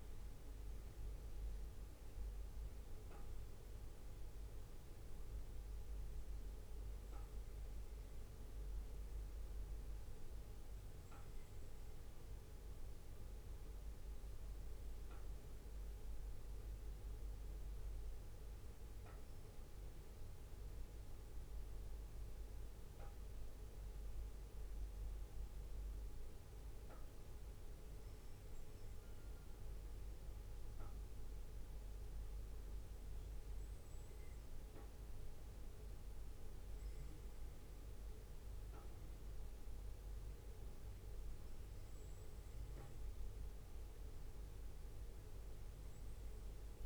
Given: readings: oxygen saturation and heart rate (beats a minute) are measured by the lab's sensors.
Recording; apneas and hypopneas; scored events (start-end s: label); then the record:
breathing in sleep, hard to hear, by a room microphone; none
0.00-1.00 s: bradycardia (device-marked, heart rate 58 extreme)
6.00-46.86 s: bradycardia (device-marked, heart rate 59 before, 57 extreme)
From the record:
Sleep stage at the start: N2 (light sleep); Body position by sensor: on the back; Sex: male